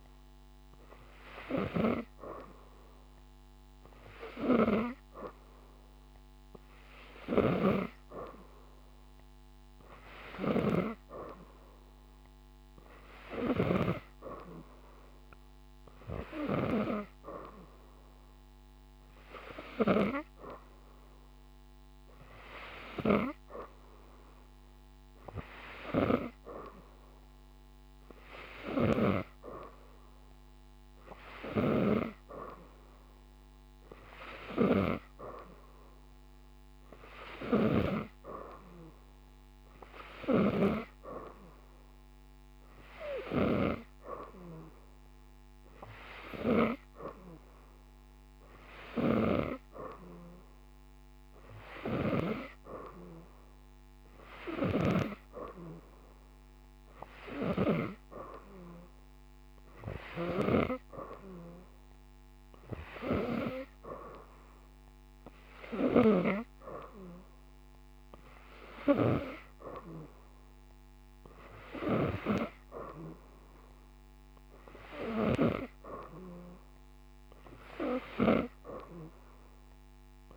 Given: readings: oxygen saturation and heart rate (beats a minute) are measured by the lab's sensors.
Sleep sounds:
breathing in sleep by a microphone on the trachea; none
none scored
From the record:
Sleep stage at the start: N2 (light sleep); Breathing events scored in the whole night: 164 in 5.3 hours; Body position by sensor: upright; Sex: female

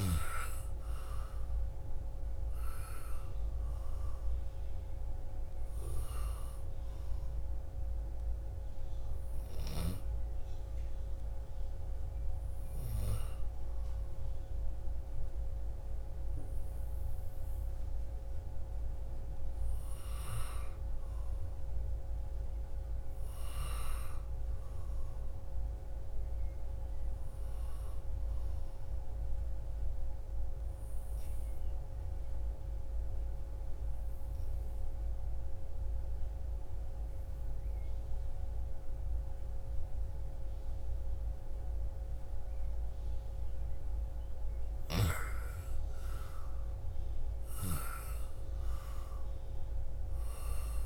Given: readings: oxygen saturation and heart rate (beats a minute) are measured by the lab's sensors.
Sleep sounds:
breathing in sleep by a room microphone; 2
0.00-1.00 s: arousal
3.00-16.00 s: oxygen desaturation (device-marked, oxygen 96% before, 91% lowest, heart rate 60 before, 54 extreme)
8.00-18.50 s: hypopnea (oxygen 97% before, 90% lowest, heart rate 65 before, 53 extreme, up 30 after)
20.50-24.50 s: arousal
29.00-43.00 s: obstructive apnea (oxygen 97% before, 90% lowest, heart rate 69 before, 53 extreme, up 51 after)
45.00-49.00 s: arousal
From the record:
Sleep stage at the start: N2 (light sleep); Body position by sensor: on the back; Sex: female

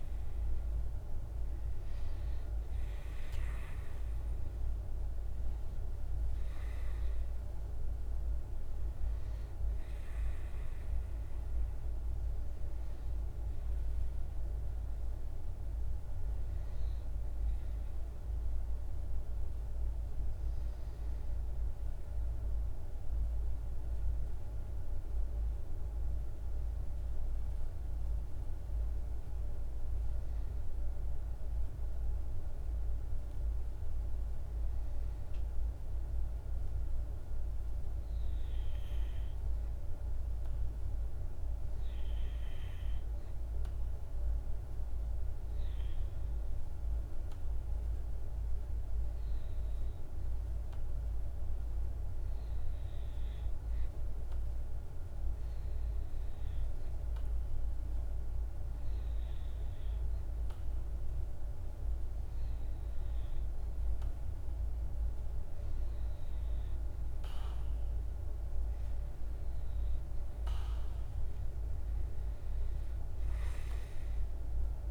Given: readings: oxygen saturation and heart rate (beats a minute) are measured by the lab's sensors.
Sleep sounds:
breathing in sleep, hard to hear, by a room microphone; 1
0.00-9.50 s: oxygen desaturation (device-marked, oxygen 94% lowest, heart rate 51 extreme)
17.00-64.00 s: hypopnea (oxygen 98% before, 93% lowest, heart rate 52 before, 50 extreme, up 1 after)
41.50-49.50 s: oxygen desaturation (device-marked, oxygen 98% before, 94% lowest, heart rate 52 before, 50 extreme)
69.00-74.91 s: arousal
From the record:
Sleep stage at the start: REM sleep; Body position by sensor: on the back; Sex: male

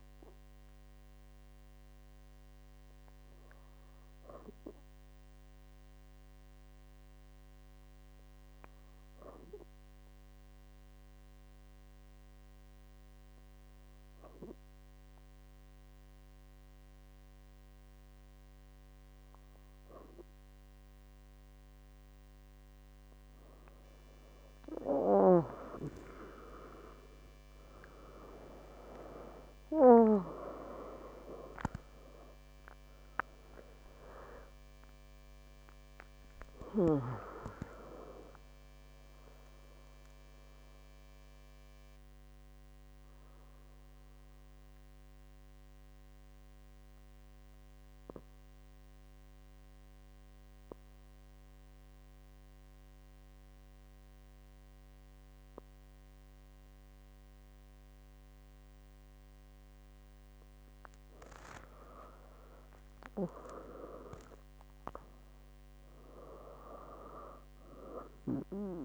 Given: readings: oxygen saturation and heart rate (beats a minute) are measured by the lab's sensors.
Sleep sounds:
breathing in sleep by a microphone on the trachea; 2
5.00-22.00 s: obstructive apnea (oxygen 99% before, 97% lowest, heart rate 66 before, 61 extreme)
25.50-30.50 s: arousal
40.00-59.50 s: obstructive apnea (oxygen 98% before, 96% lowest, heart rate 92 before, 64 extreme, up 15 after)
61.50-65.00 s: arousal
From the record:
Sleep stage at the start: N2 (light sleep); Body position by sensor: on the back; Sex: female

